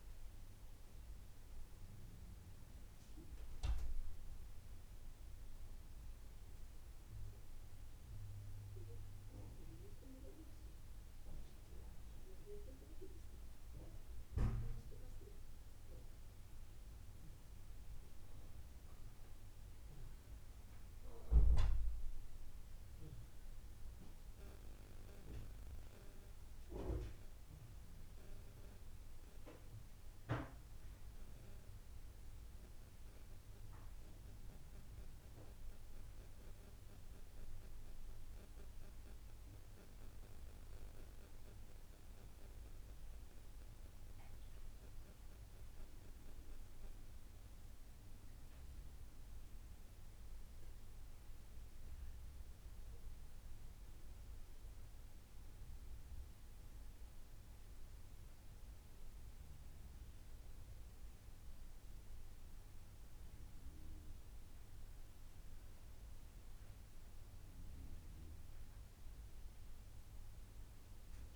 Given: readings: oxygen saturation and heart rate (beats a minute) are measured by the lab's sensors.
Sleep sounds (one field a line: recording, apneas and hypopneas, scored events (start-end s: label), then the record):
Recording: breathing in sleep by a room microphone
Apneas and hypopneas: none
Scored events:
none scored
From the record:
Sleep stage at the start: N2 (light sleep)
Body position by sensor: on the right side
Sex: female